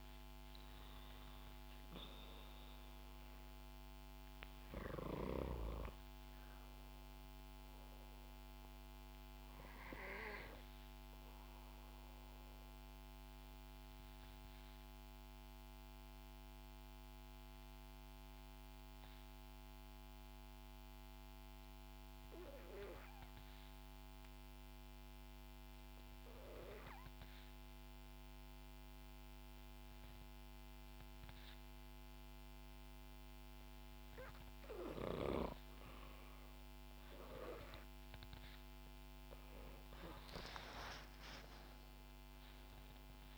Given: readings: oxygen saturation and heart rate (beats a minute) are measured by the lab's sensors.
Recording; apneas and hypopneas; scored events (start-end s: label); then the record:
breathing in sleep by a microphone on the trachea; 1
3.50-20.50 s: oxygen desaturation (device-marked, oxygen 95% before, 91% lowest, heart rate 65 before, 58 extreme)
13.00-33.00 s: obstructive apnea (oxygen 96% before, 88% lowest, heart rate 65 before, 58 extreme, up 10 after)
33.50-43.38 s: oxygen desaturation (device-marked, oxygen 95% before, 88% lowest, heart rate 61 before, 63 extreme)
36.50-41.50 s: arousal
From the record:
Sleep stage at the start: N2 (light sleep); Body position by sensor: on the back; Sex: female